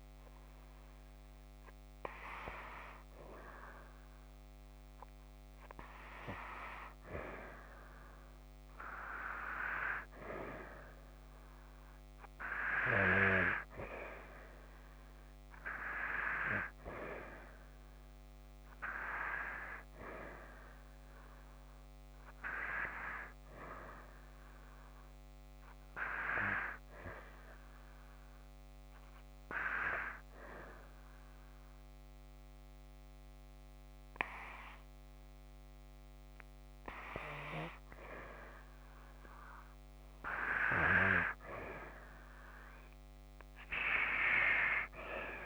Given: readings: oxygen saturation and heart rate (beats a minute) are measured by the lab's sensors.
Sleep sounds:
breathing in sleep by a microphone on the trachea; 1
17.50-21.50 s: arousal
26.00-38.00 s: hypopnea (oxygen 92% before, 88% lowest)
27.00-41.00 s: oxygen desaturation (device-marked, oxygen 93% before, 90% lowest)
42.00-45.46 s: arousal
From the record:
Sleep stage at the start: N2 (light sleep); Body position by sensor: on the back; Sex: female

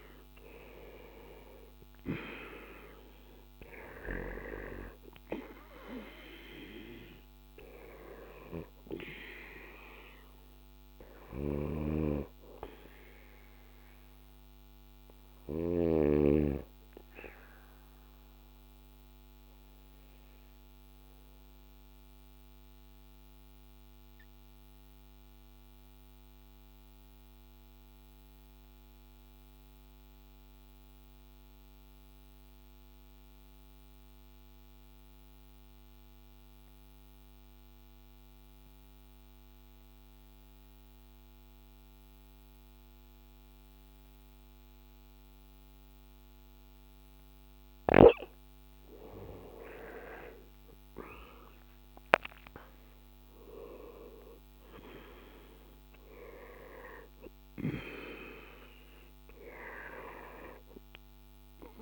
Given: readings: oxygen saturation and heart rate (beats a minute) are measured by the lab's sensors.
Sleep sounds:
breathing in sleep by a microphone on the trachea; 1
0.00-1.00 s: arousal
0.00-29.00 s: oxygen desaturation (device-marked, oxygen 85% lowest, heart rate 56 extreme)
11.00-15.50 s: snoring (device-marked)
19.50-48.50 s: obstructive apnea (oxygen 96% before, 85% lowest, heart rate 59 before, 54 extreme, up 8 after)
49.00-61.82 s: oxygen desaturation (device-marked, oxygen 98% before, 87% lowest, heart rate 57 before, 53 extreme)
50.50-55.50 s: arousal
From the record:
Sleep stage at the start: N2 (light sleep); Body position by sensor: on the back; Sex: male

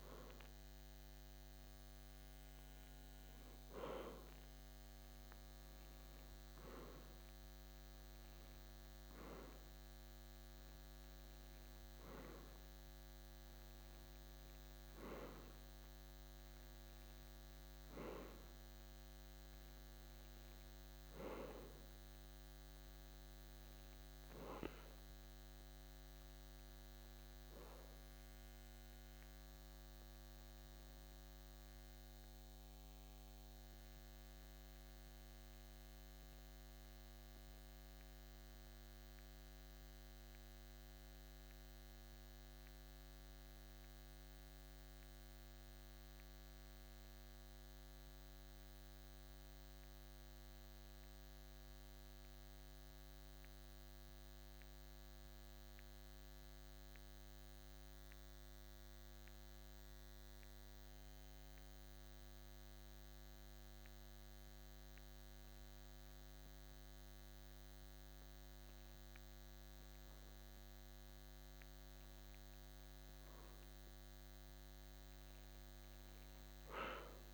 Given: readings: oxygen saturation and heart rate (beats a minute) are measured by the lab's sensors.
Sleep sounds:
breathing in sleep, hard to hear, by a microphone on the trachea; 1
25.00-56.00 s: oxygen desaturation (device-marked, oxygen 95% before, 91% lowest, heart rate 54 before, 49 extreme)
35.50-70.50 s: mixed apnea (oxygen 96% before, 90% lowest, heart rate 54 before, 49 extreme, up 3 after)
72.50-76.50 s: arousal
From the record:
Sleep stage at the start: N2 (light sleep); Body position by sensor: on the back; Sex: male

